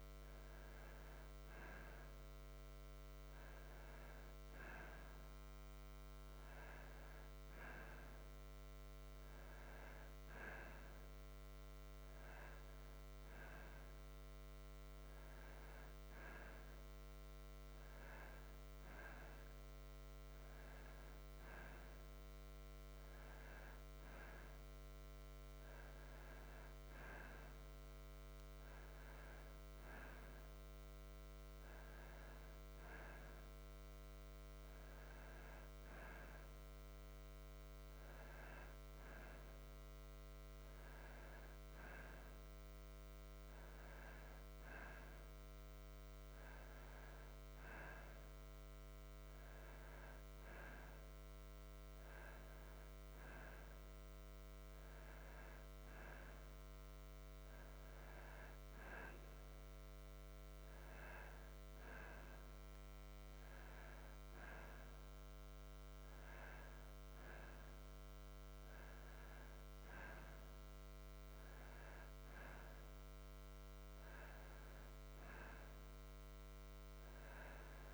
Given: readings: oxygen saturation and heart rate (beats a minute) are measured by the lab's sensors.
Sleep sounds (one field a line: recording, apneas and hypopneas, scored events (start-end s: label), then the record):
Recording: breathing in sleep by a microphone on the trachea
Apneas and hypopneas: none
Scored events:
none scored
From the record:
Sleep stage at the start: N2 (light sleep)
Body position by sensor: on the back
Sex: male